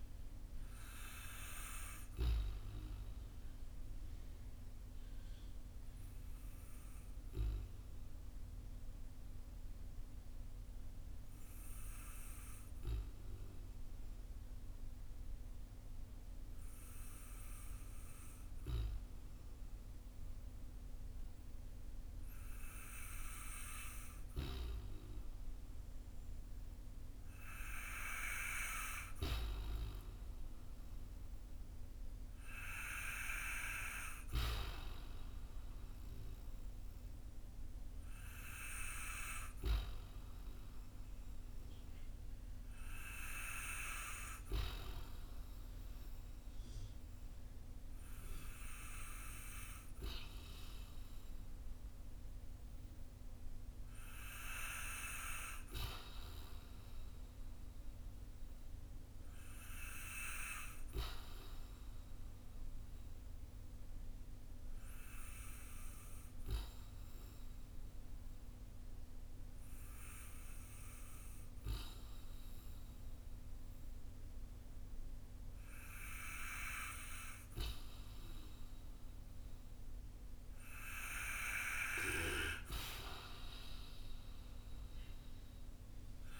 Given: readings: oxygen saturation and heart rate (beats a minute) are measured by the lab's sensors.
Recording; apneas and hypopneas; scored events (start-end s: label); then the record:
breathing in sleep by a room microphone; 2
0.00-15.00 s: oxygen desaturation (device-marked, oxygen 92% lowest, heart rate 47 extreme)
2.50-23.00 s: obstructive apnea (oxygen 97% before, 92% lowest, heart rate 53 before, 47 extreme, up 8 after)
26.00-31.50 s: arousal
63.50-80.50 s: hypopnea (oxygen 94% before, 92% lowest, heart rate 55 before, 39 extreme)
84.00-86.40 s: arousal
From the record:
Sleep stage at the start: N2 (light sleep); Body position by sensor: on the back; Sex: male